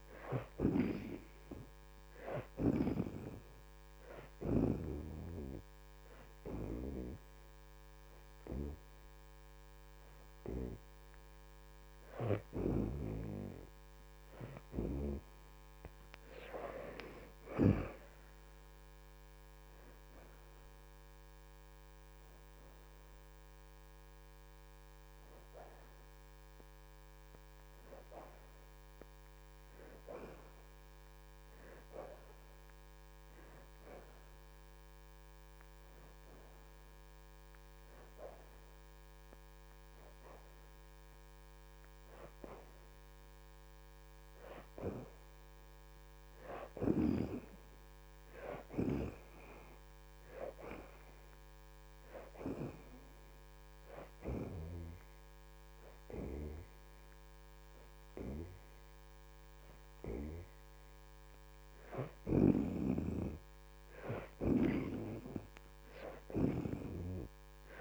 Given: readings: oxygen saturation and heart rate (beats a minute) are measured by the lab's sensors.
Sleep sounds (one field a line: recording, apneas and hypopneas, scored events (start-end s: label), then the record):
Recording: breathing in sleep by a microphone on the trachea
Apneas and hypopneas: 2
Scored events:
0.00-3.00 s: arousal
0.00-7.00 s: oxygen desaturation (device-marked, oxygen 62% lowest, heart rate 104 extreme)
5.50-15.50 s: hypopnea (oxygen 71% before, 54% lowest, heart rate 109 before, 104 extreme, up 10 after)
18.00-53.00 s: oxygen desaturation (device-marked, oxygen 67% before, 54% lowest, heart rate 111 before, 104 extreme)
18.50-23.00 s: arousal
53.00-63.00 s: hypopnea (oxygen 68% before, 54% lowest, heart rate 109 before, 106 extreme, up 5 after)
64.00-67.00 s: arousal
From the record:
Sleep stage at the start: N2 (light sleep)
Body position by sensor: on the back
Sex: female